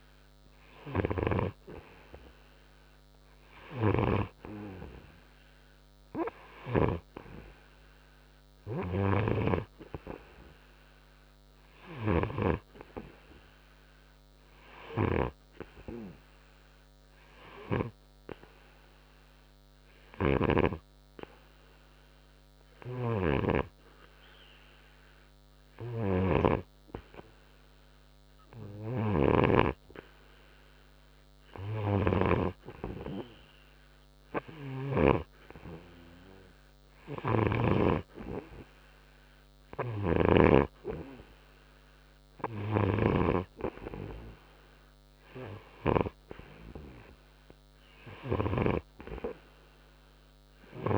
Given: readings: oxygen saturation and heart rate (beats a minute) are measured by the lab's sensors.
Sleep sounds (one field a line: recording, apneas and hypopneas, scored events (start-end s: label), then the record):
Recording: breathing in sleep by a microphone on the trachea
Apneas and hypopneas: 1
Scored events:
15.00-31.50 s: hypopnea (oxygen 95% before, 93% lowest, heart rate 65 before, 62 extreme, up 2 after)
23.00-35.50 s: snoring (device-marked)
33.50-37.00 s: arousal
40.00-43.50 s: snoring (device-marked)
From the record:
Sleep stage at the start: N2 (light sleep)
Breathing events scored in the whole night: 265 in 4.4 hours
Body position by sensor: on the right side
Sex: male